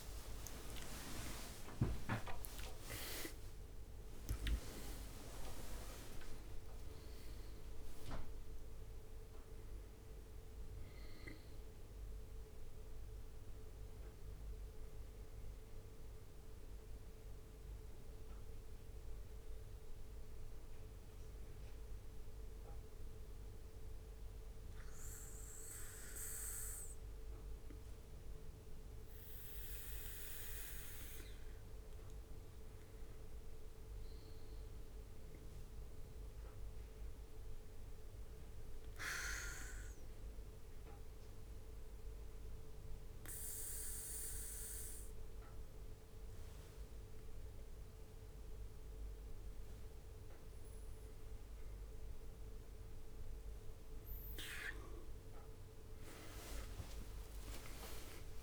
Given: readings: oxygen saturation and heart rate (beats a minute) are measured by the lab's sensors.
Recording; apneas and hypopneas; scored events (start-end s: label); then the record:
breathing in sleep by a room microphone; 2
0.00-2.00 s: arousal
0.00-3.00 s: leg movement (device-marked)
3.00-7.50 s: leg movement (device-marked)
21.50-32.50 s: obstructive apnea (oxygen 97% before, 96% lowest, heart rate 73 before, 65 extreme, up 3 after)
34.00-37.00 s: arousal
40.50-52.50 s: hypopnea (oxygen 98% before, 94% lowest, heart rate 67 before, 65 extreme, up 15 after)
55.50-58.43 s: arousal
56.50-58.43 s: long interval between heartbeats (device-marked, heart rate 66 before, 78 extreme)
From the record:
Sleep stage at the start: N1 (lightest sleep); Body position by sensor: on the back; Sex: male